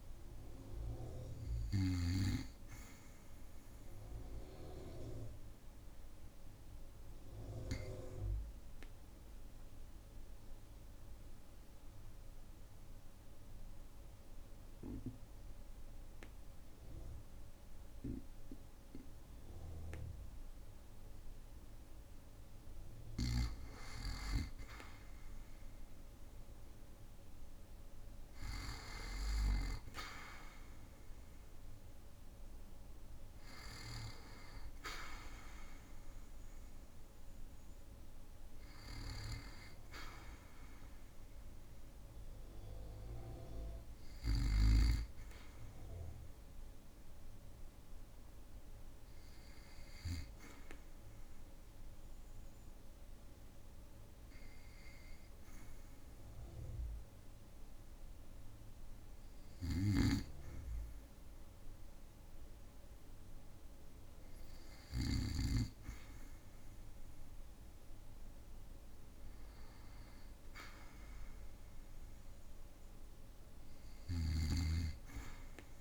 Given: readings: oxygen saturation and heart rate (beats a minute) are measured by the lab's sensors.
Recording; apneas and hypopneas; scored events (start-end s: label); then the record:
breathing in sleep by a room microphone; 2
0.00-2.00 s: snoring (device-marked)
0.00-8.50 s: oxygen desaturation (device-marked, oxygen 95% lowest, heart rate 54 extreme)
4.00-21.00 s: obstructive apnea (oxygen 98% before, 93% lowest, heart rate 59 before, 54 extreme, up 6 after)
26.00-30.00 s: arousal
50.50-63.00 s: obstructive apnea (oxygen 97% before, 93% lowest, heart rate 58 before, 55 extreme, up 4 after)
52.50-58.50 s: oxygen desaturation (device-marked, oxygen 97% before, 93% lowest, heart rate 58 before, 55 extreme)
59.50-65.50 s: snoring (device-marked)
65.50-68.50 s: arousal
From the record:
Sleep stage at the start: N2 (light sleep); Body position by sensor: on the back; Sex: male